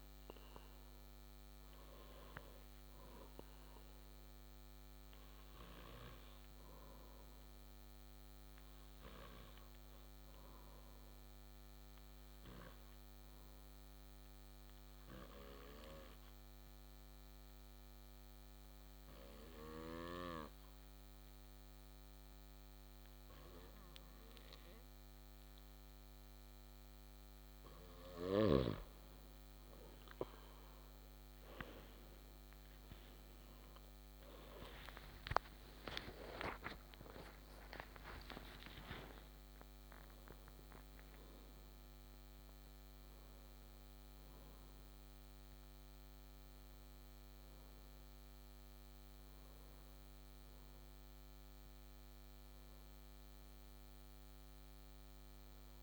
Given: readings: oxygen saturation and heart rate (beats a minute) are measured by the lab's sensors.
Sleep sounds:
breathing in sleep by a microphone on the trachea; 1
0.00-4.00 s: oxygen desaturation (device-marked, oxygen 92% lowest)
11.50-27.00 s: obstructive apnea (oxygen 98% before, 95% lowest)
34.00-39.00 s: arousal
From the record:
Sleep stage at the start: N2 (light sleep); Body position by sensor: on the back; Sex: male

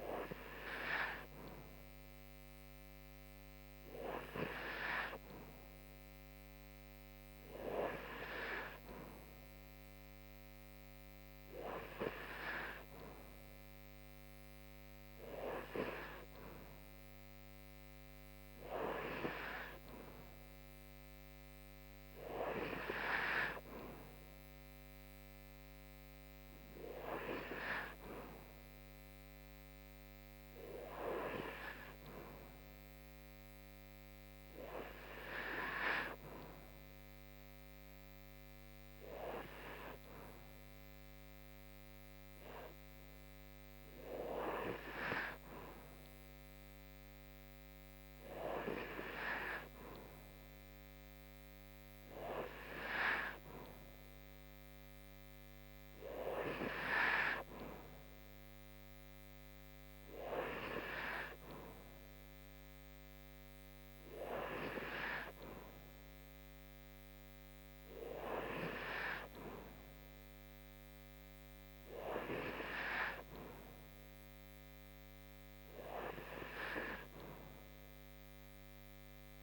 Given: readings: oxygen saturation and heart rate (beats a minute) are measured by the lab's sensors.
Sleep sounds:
breathing in sleep by a microphone on the trachea; none
none scored
From the record:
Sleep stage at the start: N2 (light sleep); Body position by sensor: on the right side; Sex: female

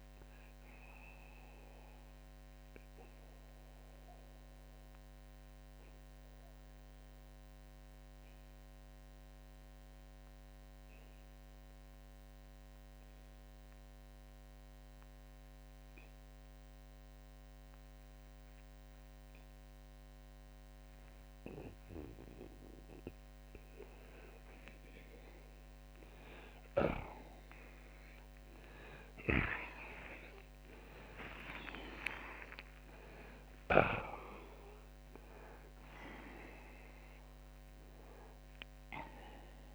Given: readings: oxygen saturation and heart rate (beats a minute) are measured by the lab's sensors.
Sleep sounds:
breathing in sleep by a microphone on the trachea; 1
0.00-25.50 s: oxygen desaturation (device-marked, oxygen 81% lowest, heart rate 72 extreme)
3.50-23.50 s: mixed apnea (oxygen 92% before, 81% lowest, heart rate 118 before, 72 extreme, up 27 after)
26.50-30.50 s: arousal
From the record:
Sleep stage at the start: N2 (light sleep); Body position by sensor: on the back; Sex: male

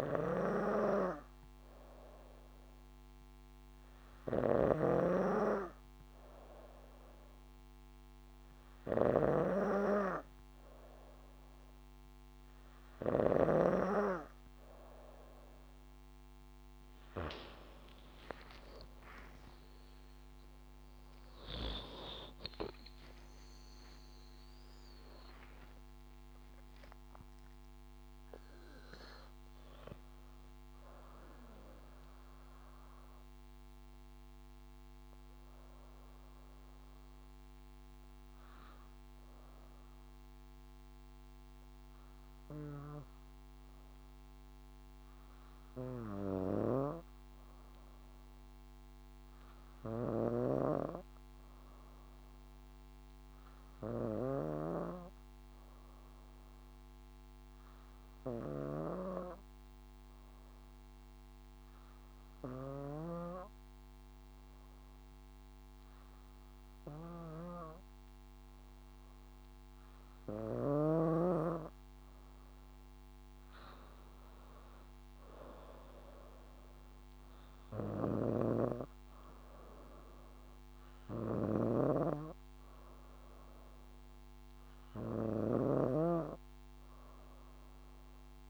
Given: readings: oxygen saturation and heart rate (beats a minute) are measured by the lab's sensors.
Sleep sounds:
breathing in sleep by a microphone on the trachea; 1
8.00-88.50 s: new sleep stage, N2 (light sleep)
20.50-27.00 s: arousal
46.50-63.50 s: snoring (device-marked)
49.50-53.00 s: arousal
54.50-70.00 s: obstructive apnea (oxygen 98% before, 91% lowest, heart rate 69 before, 64 extreme, up 5 after)
69.00-88.50 s: oxygen desaturation (device-marked, oxygen 95% before, 91% lowest, heart rate 65 before, 64 extreme)
74.00-77.00 s: arousal
78.00-88.50 s: snoring (device-marked)
From the record:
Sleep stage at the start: N3 (deep sleep); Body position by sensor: on the back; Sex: female

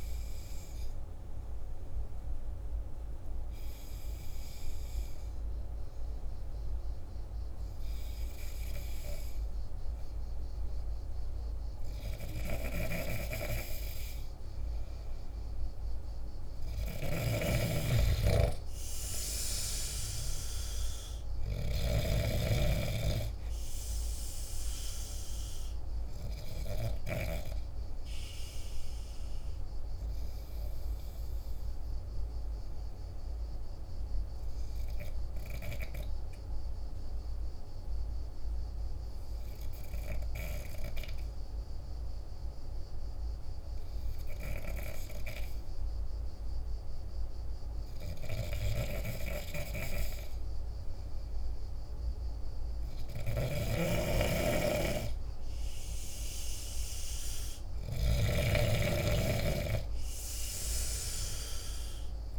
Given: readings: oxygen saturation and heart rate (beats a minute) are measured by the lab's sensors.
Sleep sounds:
breathing in sleep by a room microphone; 1
16.50-22.00 s: snoring (device-marked)
30.50-45.50 s: hypopnea (oxygen 96% before, 92% lowest, heart rate 54 before, 48 extreme, up 3 after)
46.50-50.50 s: arousal
53.00-62.39 s: snoring (device-marked)
55.00-62.39 s: oxygen desaturation (device-marked, oxygen 98% before, 92% lowest, heart rate 49 before, 50 extreme)
From the record:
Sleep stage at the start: N2 (light sleep); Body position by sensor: on the back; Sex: male

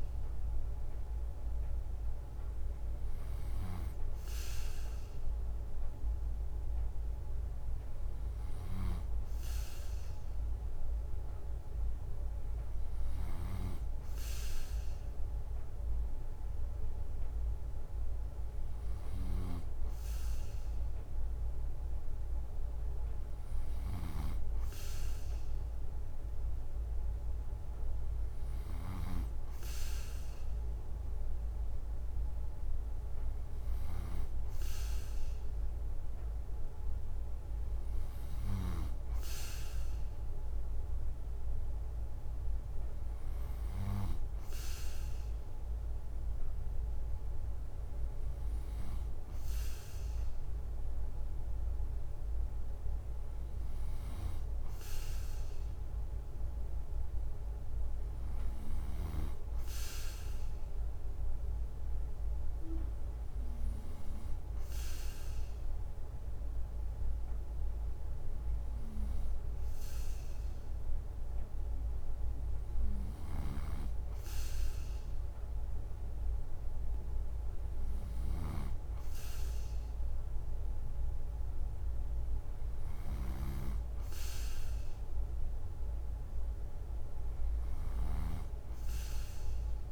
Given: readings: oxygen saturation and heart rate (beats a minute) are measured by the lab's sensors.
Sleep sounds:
breathing in sleep by a room microphone; none
23.50-29.00 s: snoring (device-marked)
73.00-88.00 s: snoring (device-marked)
From the record:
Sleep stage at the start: N2 (light sleep); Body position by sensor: on the right side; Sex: male

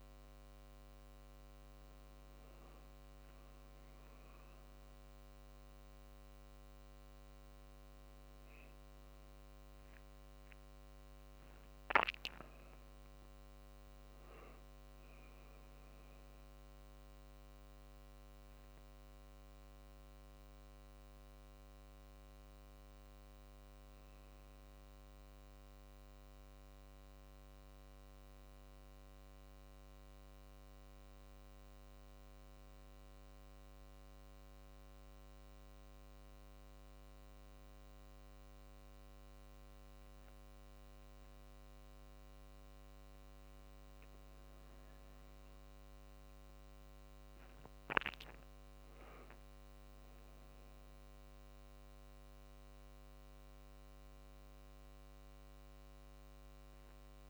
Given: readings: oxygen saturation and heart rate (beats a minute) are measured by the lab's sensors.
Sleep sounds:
a person awake in a sleep study, hard to hear, by a microphone on the trachea; none
none scored
From the record:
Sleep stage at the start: awake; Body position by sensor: on the back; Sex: male

